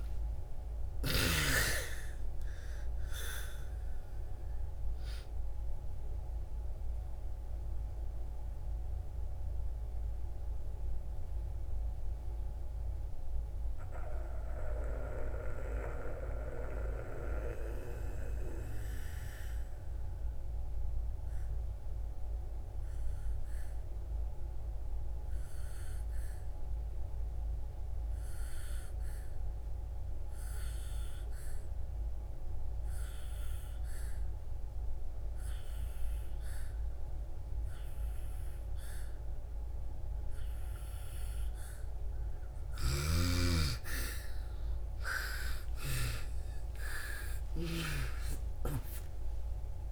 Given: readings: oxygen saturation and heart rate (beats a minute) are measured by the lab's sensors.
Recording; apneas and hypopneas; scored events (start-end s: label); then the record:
breathing in sleep by a room microphone; 1
0.00-1.00 s: snoring (device-marked)
0.00-2.50 s: arousal
0.00-26.50 s: oxygen desaturation (device-marked, oxygen 81% lowest)
6.00-41.50 s: mixed apnea (oxygen 98% before, 81% lowest)
32.50-49.92 s: oxygen desaturation (device-marked, oxygen 99% before, 82% lowest)
42.00-45.50 s: snoring (device-marked)
44.00-48.50 s: arousal
From the record:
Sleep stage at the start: N2 (light sleep); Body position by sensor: on the back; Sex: female